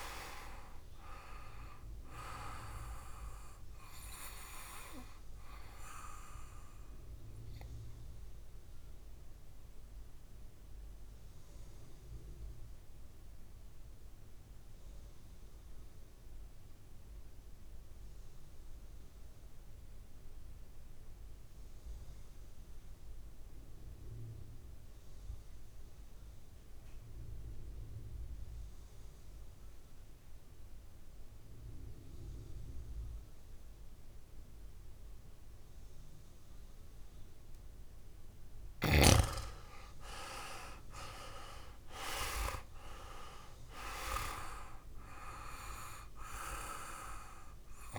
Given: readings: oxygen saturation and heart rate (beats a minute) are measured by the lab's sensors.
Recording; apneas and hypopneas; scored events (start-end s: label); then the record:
breathing in sleep by a room microphone; 1
0.00-22.50 s: oxygen desaturation (device-marked, oxygen 89% lowest, heart rate 56 extreme)
9.00-37.50 s: obstructive apnea (oxygen 99% before, 87% lowest, heart rate 65 before, 57 extreme, up 9 after)
36.50-47.99 s: oxygen desaturation (device-marked, oxygen 99% before, 87% lowest, heart rate 59 before, 55 extreme)
40.00-44.00 s: arousal
From the record:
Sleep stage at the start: N2 (light sleep); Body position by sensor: on the back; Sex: male